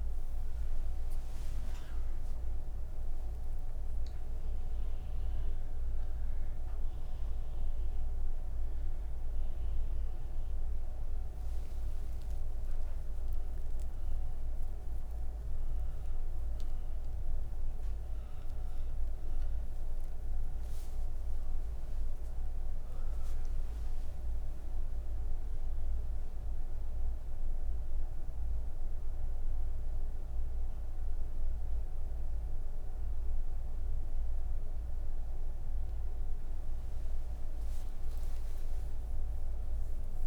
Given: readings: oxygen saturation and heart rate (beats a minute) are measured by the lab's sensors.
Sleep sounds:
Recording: breathing in sleep, hard to hear, by a room microphone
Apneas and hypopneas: none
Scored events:
0.00-8.00 s: oxygen desaturation (device-marked, oxygen 99% before, 96% lowest)
From the record:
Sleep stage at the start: N3 (deep sleep)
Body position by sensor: on the right side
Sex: female

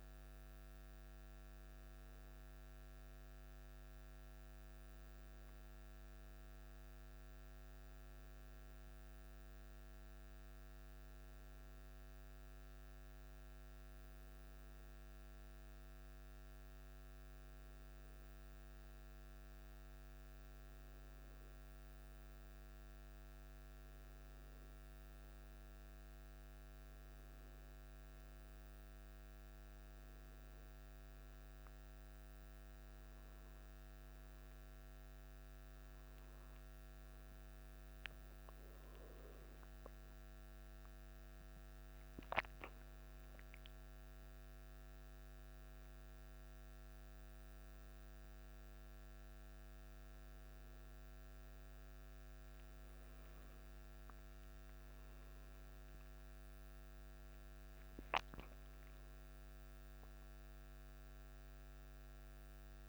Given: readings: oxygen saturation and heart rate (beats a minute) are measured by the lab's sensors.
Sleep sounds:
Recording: a person awake in a sleep study, hard to hear, by a microphone on the trachea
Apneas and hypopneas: none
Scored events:
none scored
From the record:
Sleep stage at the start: awake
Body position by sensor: on the back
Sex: male

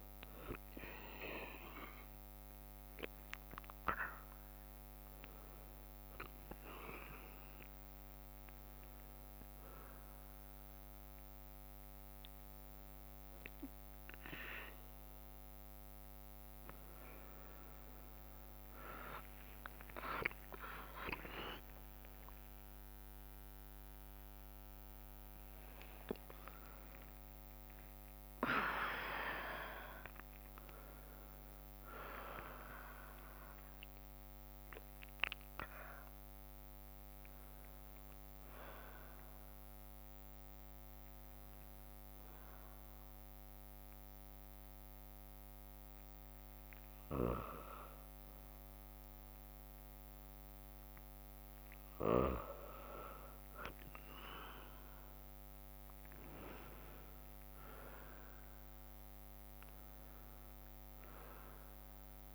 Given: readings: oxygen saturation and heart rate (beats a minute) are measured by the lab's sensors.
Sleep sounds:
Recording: breathing in sleep by a microphone on the trachea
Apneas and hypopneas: 1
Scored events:
1.00-11.00 s: drop in pulse transit time (device-marked, heart rate 61 before, 62 extreme)
19.00-26.00 s: tachycardia (device-marked, heart rate 69 before, 128 extreme)
19.00-62.35 s: new sleep stage, N1 (lightest sleep)
21.00-25.50 s: arousal
21.50-23.50 s: long interval between heartbeats (device-marked, heart rate 64 before, 85 extreme)
24.00-26.00 s: long interval between heartbeats (device-marked, heart rate 70 before, 119 extreme)
24.00-40.00 s: drop in pulse transit time (device-marked, heart rate 70 before, 71 extreme)
40.50-52.50 s: hypopnea (oxygen 96% before, 93% lowest, heart rate 89 before, 58 extreme, up 6 after)
42.00-46.00 s: bradycardia (device-marked, heart rate 70 before, 59 extreme)
55.00-59.50 s: arousal
From the record:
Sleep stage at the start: N2 (light sleep)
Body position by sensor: on the back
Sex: female

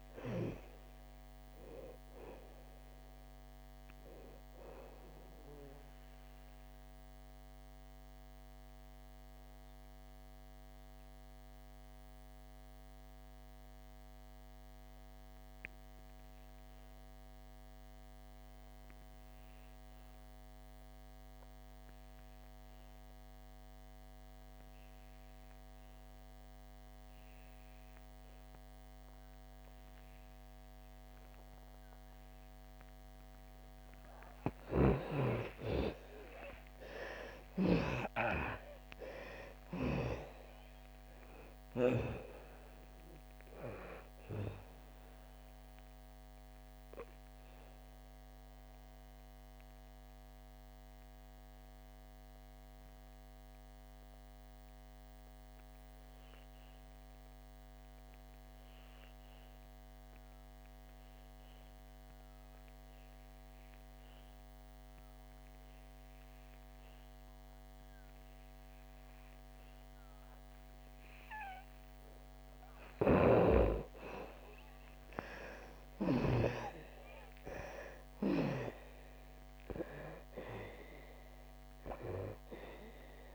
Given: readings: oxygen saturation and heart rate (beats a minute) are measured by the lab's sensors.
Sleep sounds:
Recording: breathing in sleep by a microphone on the trachea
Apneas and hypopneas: 2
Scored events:
0.00-24.50 s: oxygen desaturation (device-marked, oxygen 75% lowest, heart rate 55 extreme)
5.50-33.00 s: mixed apnea (oxygen 100% before, 75% lowest, heart rate 63 before, 55 extreme, up 8 after)
30.50-63.50 s: oxygen desaturation (device-marked, oxygen 98% before, 77% lowest, heart rate 59 before, 55 extreme)
34.00-37.50 s: snoring (device-marked)
35.00-39.50 s: arousal
46.00-71.00 s: obstructive apnea (oxygen 98% before, 77% lowest, heart rate 64 before, 55 extreme, up 8 after)
65.50-83.35 s: oxygen desaturation (device-marked, oxygen 99% before, 78% lowest, heart rate 61 before, 56 extreme)
72.50-76.00 s: snoring (device-marked)
73.50-77.50 s: arousal
From the record:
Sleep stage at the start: N2 (light sleep)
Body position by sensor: on the back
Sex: female

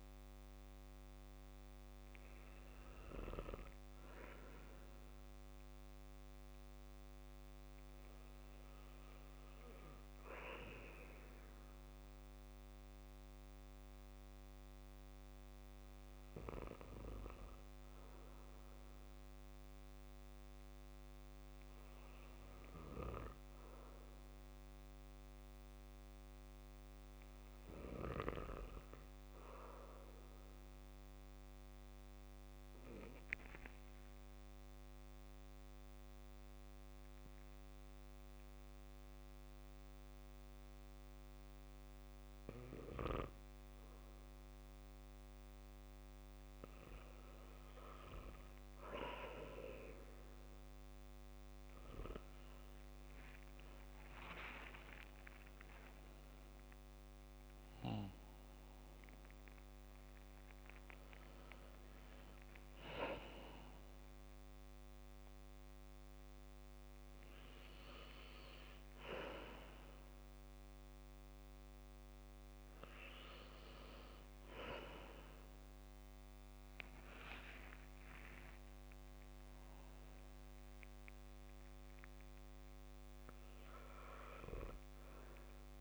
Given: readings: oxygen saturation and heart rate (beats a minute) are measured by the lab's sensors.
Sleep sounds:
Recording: breathing in sleep by a microphone on the trachea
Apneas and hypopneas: 2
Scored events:
2.00-20.00 s: hypopnea (oxygen 97% before, 91% lowest, heart rate 63 before, 61 extreme, up 0 after)
22.50-26.50 s: arousal
34.00-45.00 s: obstructive apnea (oxygen 96% before, 90% lowest, heart rate 63 before, 59 extreme, up 8 after)
54.50-59.00 s: arousal
77.00-85.81 s: oxygen desaturation (device-marked, oxygen 93% before, 90% lowest, heart rate 66 before, 59 extreme)
77.50-79.50 s: long interval between heartbeats (device-marked, heart rate 66 before, 78 extreme)
77.50-81.50 s: arousal
From the record:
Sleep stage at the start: N2 (light sleep)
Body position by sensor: on the back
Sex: male

